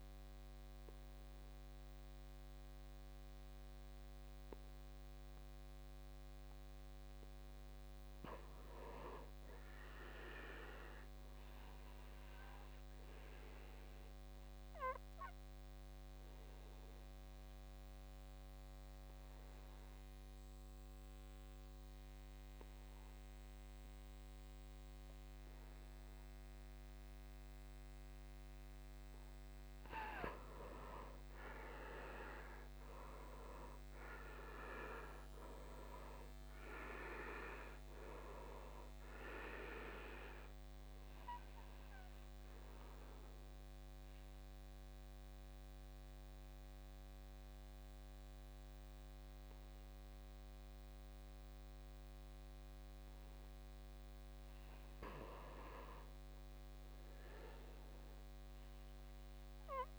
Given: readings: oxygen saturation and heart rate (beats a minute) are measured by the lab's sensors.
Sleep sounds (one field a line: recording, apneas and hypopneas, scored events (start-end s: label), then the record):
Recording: breathing in sleep by a microphone on the trachea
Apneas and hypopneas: 2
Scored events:
0.50-12.50 s: oxygen desaturation (device-marked, oxygen 97% before, 92% lowest, heart rate 57 before, 55 extreme)
7.00-10.00 s: arousal
13.00-29.50 s: obstructive apnea (oxygen 97% before, 80% lowest, heart rate 57 before, 52 extreme, up 11 after)
22.50-32.50 s: oxygen desaturation (device-marked, oxygen 96% before, 87% lowest, heart rate 59 before, 52 extreme)
31.50-35.00 s: arousal
34.50-58.50 s: oxygen desaturation (device-marked, oxygen 93% before, 80% lowest, heart rate 60 before, 52 extreme)
39.00-51.50 s: obstructive apnea (oxygen 96% before, 74% lowest, heart rate 62 before, 52 extreme, up 6 after)
57.50-59.99 s: arousal
From the record:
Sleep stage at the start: N2 (light sleep)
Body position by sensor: on the back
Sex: male